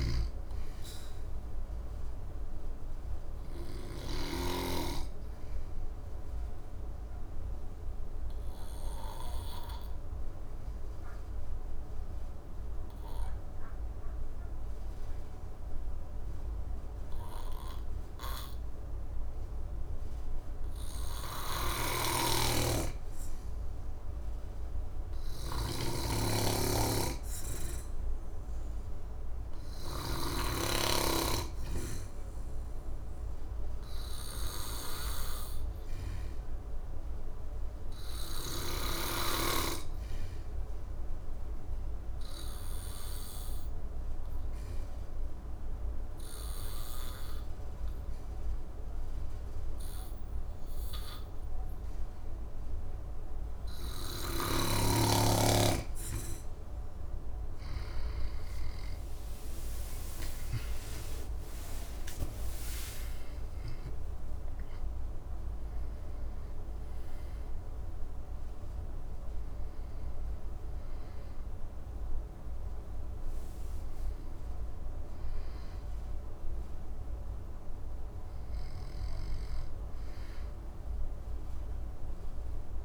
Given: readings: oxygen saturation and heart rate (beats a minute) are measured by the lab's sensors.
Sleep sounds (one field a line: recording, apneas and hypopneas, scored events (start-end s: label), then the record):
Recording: breathing in sleep by a room microphone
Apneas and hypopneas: 1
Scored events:
0.00-4.50 s: snoring (device-marked)
0.00-14.50 s: oxygen desaturation (device-marked, oxygen 93% lowest, heart rate 60 extreme)
1.50-54.50 s: obstructive apnea (oxygen 99% before, 92% lowest, heart rate 70 before, 60 extreme, up 12 after)
21.50-30.00 s: snoring (device-marked)
25.50-49.50 s: oxygen desaturation (device-marked, oxygen 99% before, 93% lowest, heart rate 61 before, 60 extreme)
59.00-63.50 s: arousal
72.50-82.85 s: oxygen desaturation (device-marked, oxygen 95% before, 92% lowest, heart rate 69 before, 58 extreme)
From the record:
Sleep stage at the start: N2 (light sleep)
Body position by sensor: on the back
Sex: male